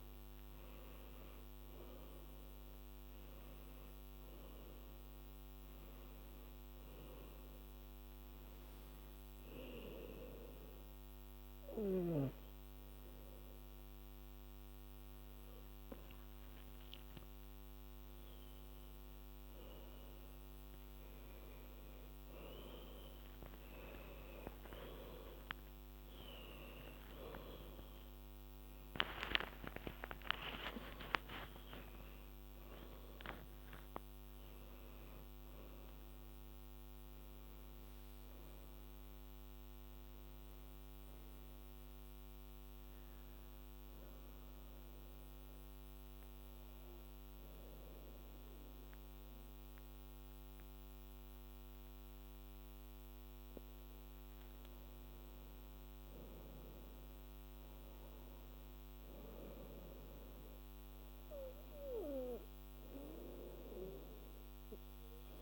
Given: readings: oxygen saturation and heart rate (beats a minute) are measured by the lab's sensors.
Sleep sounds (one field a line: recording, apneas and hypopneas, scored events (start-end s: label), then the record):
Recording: breathing in sleep by a microphone on the trachea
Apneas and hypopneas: 2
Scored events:
0.00-1.00 s: arousal
8.00-19.00 s: hypopnea (oxygen 97% before, 92% lowest, heart rate 93 before, 84 extreme, up 28 after)
23.50-25.50 s: long interval between heartbeats (device-marked, heart rate 90 before, 105 extreme)
25.50-31.50 s: arousal
27.00-29.00 s: long interval between heartbeats (device-marked, heart rate 91 before, 111 extreme)
43.50-54.50 s: hypopnea (oxygen 99% before, 92% lowest, heart rate 98 before, 75 extreme, up 14 after)
56.00-61.00 s: arousal
56.50-65.42 s: oxygen desaturation (device-marked, oxygen 98% before, 92% lowest, heart rate 83 before, 84 extreme)
From the record:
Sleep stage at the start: N2 (light sleep)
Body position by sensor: on the back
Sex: female